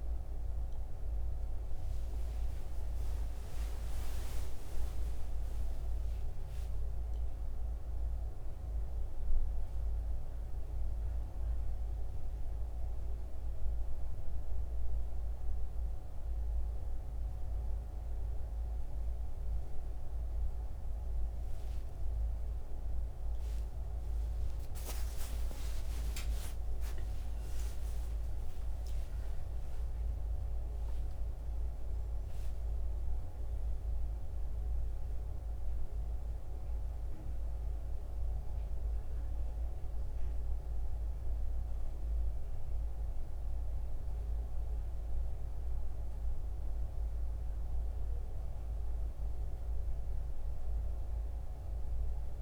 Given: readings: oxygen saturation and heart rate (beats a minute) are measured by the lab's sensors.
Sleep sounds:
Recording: a person awake in a sleep study, hard to hear, by a room microphone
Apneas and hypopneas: none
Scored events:
1.50-31.50 s: new sleep stage, awake
31.50-52.42 s: new sleep stage, N1 (lightest sleep)
From the record:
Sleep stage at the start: N1 (lightest sleep)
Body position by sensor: on the back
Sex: male

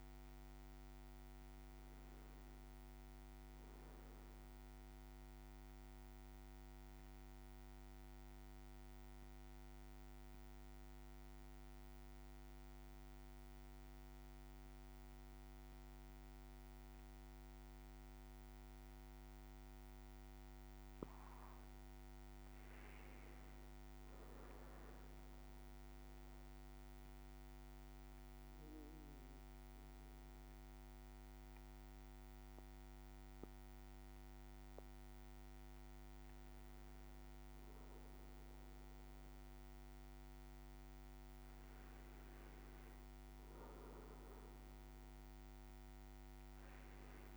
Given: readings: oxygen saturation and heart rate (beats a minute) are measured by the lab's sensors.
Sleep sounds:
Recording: breathing in sleep, hard to hear, by a microphone on the trachea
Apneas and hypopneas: 1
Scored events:
0.00-12.00 s: oxygen desaturation (device-marked, oxygen 93% lowest, heart rate 53 extreme)
5.00-21.00 s: central apnea (oxygen 99% before, 93% lowest, heart rate 58 before, 53 extreme, up 5 after)
22.50-28.00 s: arousal
From the record:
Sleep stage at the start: N1 (lightest sleep)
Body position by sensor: on the back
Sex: male

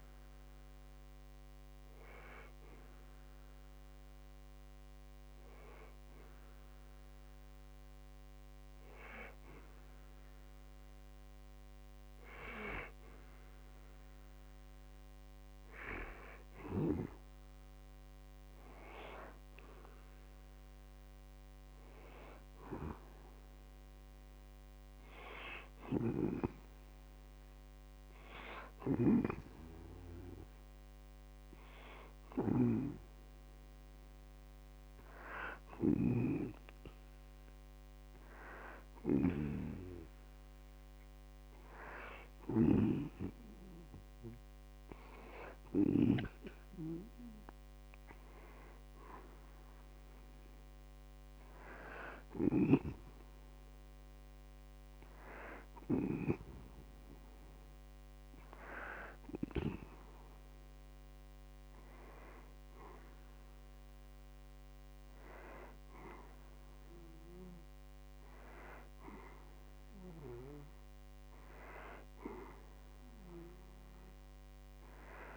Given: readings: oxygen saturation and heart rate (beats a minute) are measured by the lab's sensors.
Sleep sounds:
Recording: breathing in sleep by a microphone on the trachea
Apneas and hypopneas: none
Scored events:
0.00-9.00 s: oxygen desaturation (device-marked, oxygen 90% lowest, heart rate 50 extreme)
32.00-42.50 s: snoring (device-marked)
From the record:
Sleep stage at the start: N2 (light sleep)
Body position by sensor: on the back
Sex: male

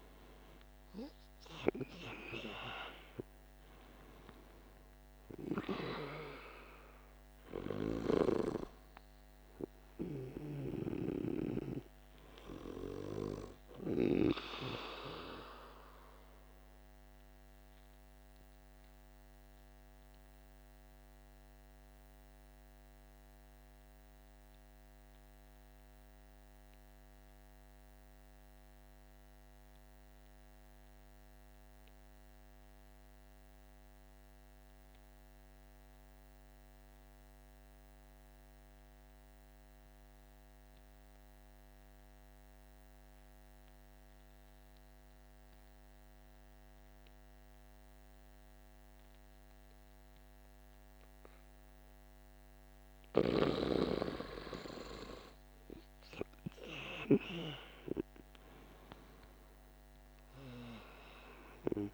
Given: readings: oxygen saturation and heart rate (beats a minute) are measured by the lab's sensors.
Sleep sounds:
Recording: breathing in sleep by a microphone on the trachea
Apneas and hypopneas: 1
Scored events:
0.00-2.00 s: arousal
0.00-29.50 s: oxygen desaturation (device-marked, oxygen 82% lowest, heart rate 46 extreme)
15.00-52.00 s: obstructive apnea (oxygen 97% before, 82% lowest, heart rate 55 before, 46 extreme, up 9 after)
46.50-61.94 s: oxygen desaturation (device-marked, oxygen 99% before, 87% lowest, heart rate 48 before, 46 extreme)
54.00-59.00 s: arousal
From the record:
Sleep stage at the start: N2 (light sleep)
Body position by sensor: on the back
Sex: male

